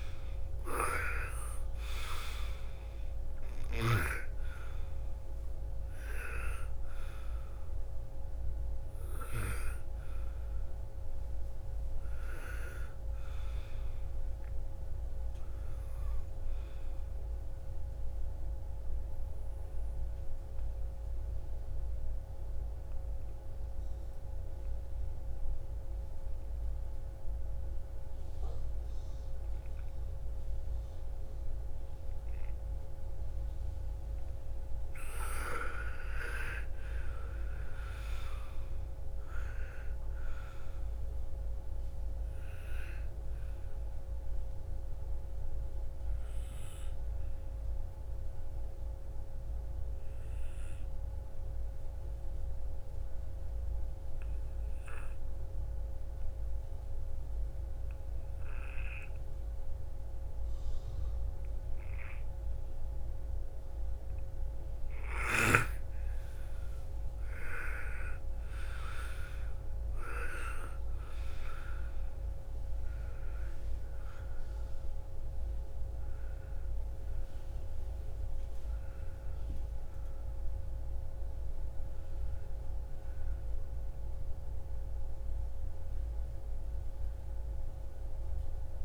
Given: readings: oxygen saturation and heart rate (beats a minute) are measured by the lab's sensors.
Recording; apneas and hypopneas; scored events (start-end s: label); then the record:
breathing in sleep by a room microphone; 2
0.00-18.50 s: oxygen desaturation (device-marked, oxygen 84% lowest, heart rate 50 extreme)
19.50-33.00 s: obstructive apnea (oxygen 98% before, 90% lowest, heart rate 66 before, 50 extreme, up 5 after)
35.00-39.50 s: arousal
38.50-59.50 s: oxygen desaturation (device-marked, oxygen 98% before, 90% lowest, heart rate 57 before, 55 extreme)
51.50-65.00 s: obstructive apnea (oxygen 98% before, 90% lowest, heart rate 60 before, 57 extreme, up 15 after)
67.00-70.50 s: arousal
69.50-87.50 s: oxygen desaturation (device-marked, oxygen 99% before, 90% lowest, heart rate 58 before, 59 extreme)
From the record:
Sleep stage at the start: N2 (light sleep); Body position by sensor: on the front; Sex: female